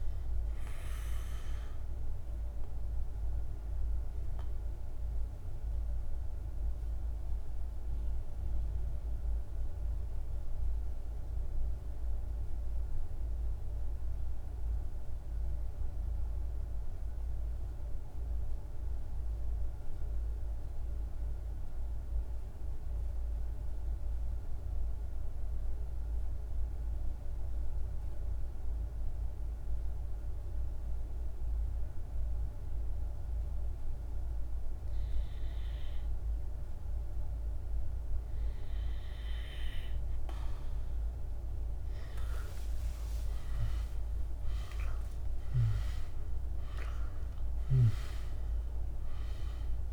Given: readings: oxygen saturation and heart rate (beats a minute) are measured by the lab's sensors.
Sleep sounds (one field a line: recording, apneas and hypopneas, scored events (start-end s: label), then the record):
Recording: breathing in sleep by a room microphone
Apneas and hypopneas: 1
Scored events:
0.00-12.50 s: oxygen desaturation (device-marked, oxygen 89% lowest, heart rate 47 extreme)
3.00-39.00 s: mixed apnea (oxygen 99% before, 88% lowest, heart rate 53 before, 47 extreme, up 27 after)
30.50-49.93 s: oxygen desaturation (device-marked, oxygen 100% before, 88% lowest, heart rate 48 before, 47 extreme)
41.50-45.50 s: arousal
From the record:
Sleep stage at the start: N2 (light sleep)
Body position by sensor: on the back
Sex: male